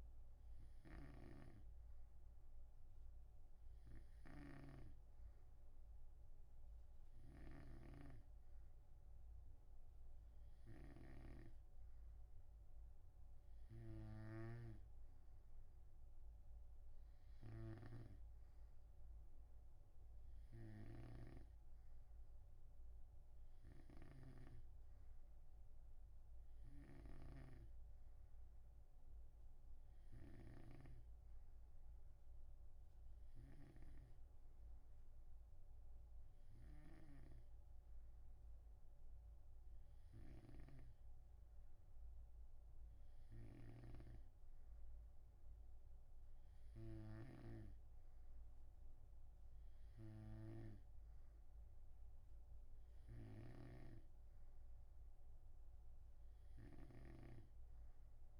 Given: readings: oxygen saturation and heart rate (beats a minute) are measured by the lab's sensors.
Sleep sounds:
breathing in sleep by a room microphone; none
0.00-31.00 s: snoring (device-marked)
37.00-58.40 s: snoring (device-marked)
From the record:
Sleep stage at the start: N2 (light sleep); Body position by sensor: on the right side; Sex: male

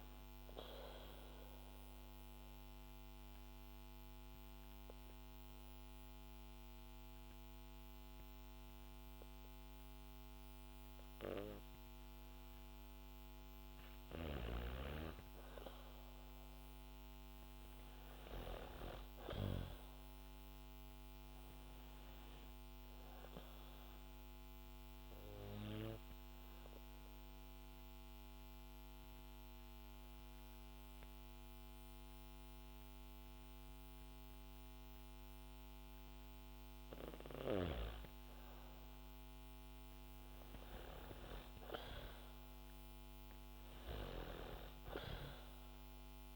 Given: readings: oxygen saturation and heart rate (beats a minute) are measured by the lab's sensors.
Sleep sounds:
breathing in sleep by a microphone on the trachea; 2
1.00-13.00 s: obstructive apnea (oxygen 97% before, 94% lowest, heart rate 66 before, 57 extreme, up 4 after)
17.50-22.00 s: arousal
26.00-31.00 s: bradycardia (device-marked, heart rate 70 before, 58 extreme)
26.00-38.50 s: obstructive apnea (oxygen 97% before, 94% lowest, heart rate 64 before, 57 extreme, up 8 after)
41.00-43.50 s: arousal
From the record:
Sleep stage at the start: N2 (light sleep); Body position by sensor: on the back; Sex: female

